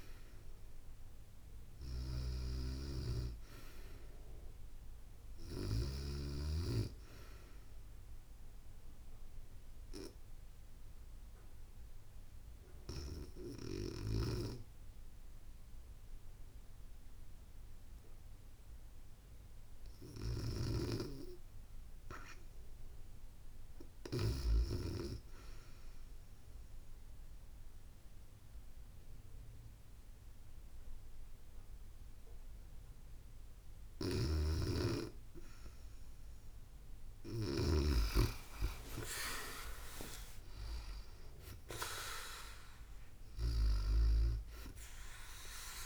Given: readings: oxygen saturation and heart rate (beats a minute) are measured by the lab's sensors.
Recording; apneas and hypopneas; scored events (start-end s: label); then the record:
breathing in sleep by a room microphone; 1
2.00-5.50 s: snoring (device-marked)
8.00-20.50 s: obstructive apnea (oxygen 95% before, 91% lowest, heart rate 73 before, 69 extreme, up 0 after)
24.00-28.00 s: arousal
29.50-45.85 s: oxygen desaturation (device-marked, oxygen 96% before, 91% lowest, heart rate 72 before, 65 extreme)
33.50-37.00 s: snoring (device-marked)
From the record:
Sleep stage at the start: REM sleep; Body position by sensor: on the back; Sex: female